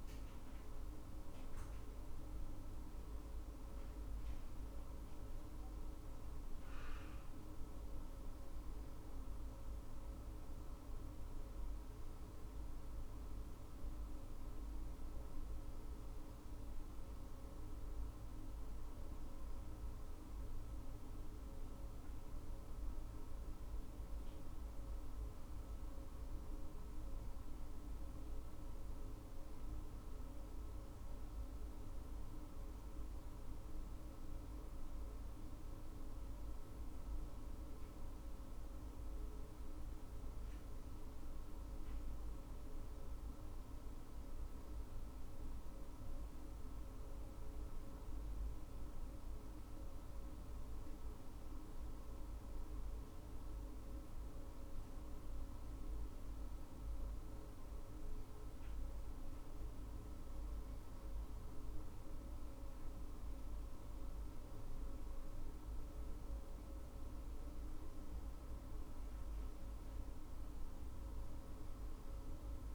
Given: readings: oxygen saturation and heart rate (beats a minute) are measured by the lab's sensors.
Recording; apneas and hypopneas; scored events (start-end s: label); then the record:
breathing in sleep, hard to hear, by a room microphone; none
none scored
From the record:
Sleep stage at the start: N2 (light sleep); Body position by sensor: on the back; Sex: female